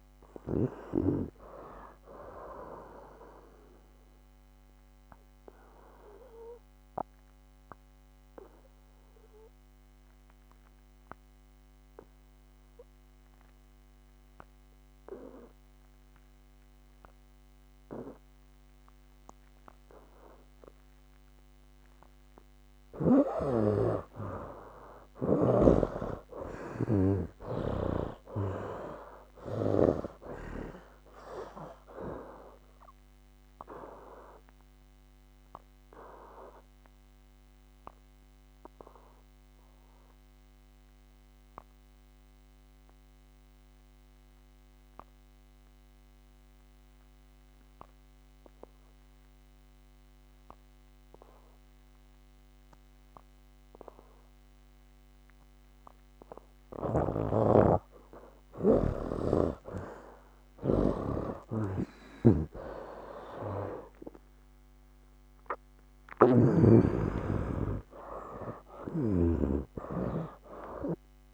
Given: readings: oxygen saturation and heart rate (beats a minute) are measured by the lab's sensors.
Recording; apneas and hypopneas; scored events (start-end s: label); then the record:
breathing in sleep by a microphone on the trachea; 2
0.00-23.50 s: oxygen desaturation (device-marked, oxygen 71% lowest, heart rate 64 extreme)
4.50-21.50 s: obstructive apnea (oxygen 89% before, 71% lowest, heart rate 83 before, 64 extreme, up 5 after)
25.50-30.00 s: snoring (device-marked)
25.50-48.50 s: oxygen desaturation (device-marked, oxygen 99% before, 75% lowest, heart rate 71 before, 63 extreme)
26.00-30.00 s: arousal
35.00-57.50 s: obstructive apnea (oxygen 99% before, 75% lowest, heart rate 70 before, 63 extreme, up 11 after)
56.50-71.34 s: oxygen desaturation (device-marked, oxygen 98% before, 77% lowest, heart rate 67 before, 63 extreme)
57.00-69.50 s: snoring (device-marked)
62.00-67.50 s: arousal
66.50-68.50 s: long interval between heartbeats (device-marked, heart rate 66 before, 88 extreme)
From the record:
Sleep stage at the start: N2 (light sleep); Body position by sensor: on the back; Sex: male